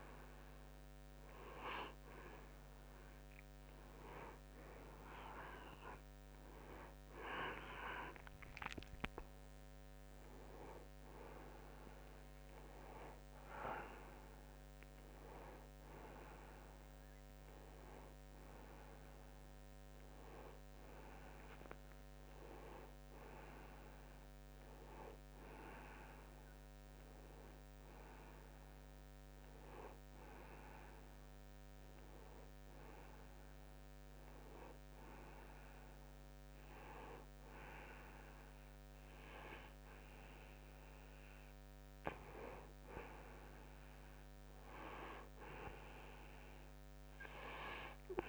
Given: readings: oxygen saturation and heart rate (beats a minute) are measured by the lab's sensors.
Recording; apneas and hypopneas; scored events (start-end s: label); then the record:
breathing in sleep by a microphone on the trachea; none
3.00-34.00 s: oxygen desaturation (device-marked, oxygen 98% before, 92% lowest, heart rate 62 before, 58 extreme)
3.50-8.50 s: arousal
From the record:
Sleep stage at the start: N1 (lightest sleep); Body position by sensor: on the right side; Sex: male